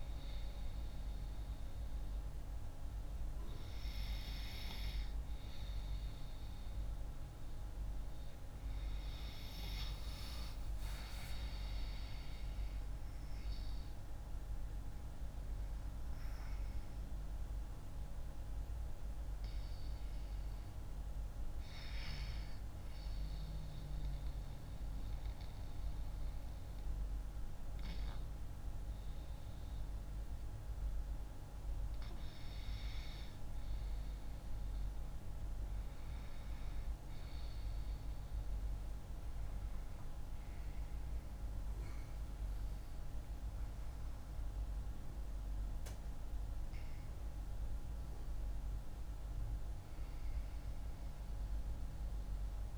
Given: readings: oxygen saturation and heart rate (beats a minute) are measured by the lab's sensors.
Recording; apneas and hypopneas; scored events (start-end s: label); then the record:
breathing in sleep, hard to hear, by a room microphone; 1
15.50-19.50 s: arousal
22.50-33.50 s: obstructive apnea (oxygen 95% before, 95% lowest)
38.50-42.50 s: arousal
From the record:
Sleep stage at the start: N2 (light sleep); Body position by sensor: on the left side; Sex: female